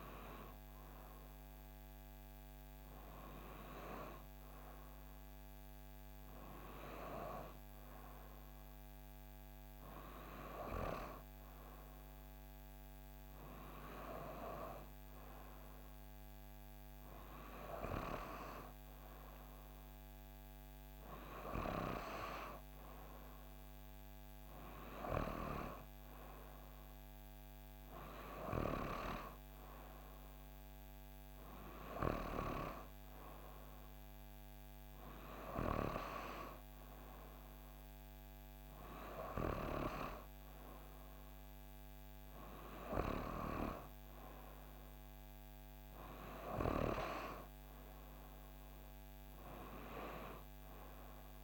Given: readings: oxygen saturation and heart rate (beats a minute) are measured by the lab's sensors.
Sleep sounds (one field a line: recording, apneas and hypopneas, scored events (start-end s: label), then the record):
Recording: breathing in sleep by a microphone on the trachea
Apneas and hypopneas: none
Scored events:
none scored
From the record:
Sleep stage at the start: N2 (light sleep)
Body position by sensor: on the back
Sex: female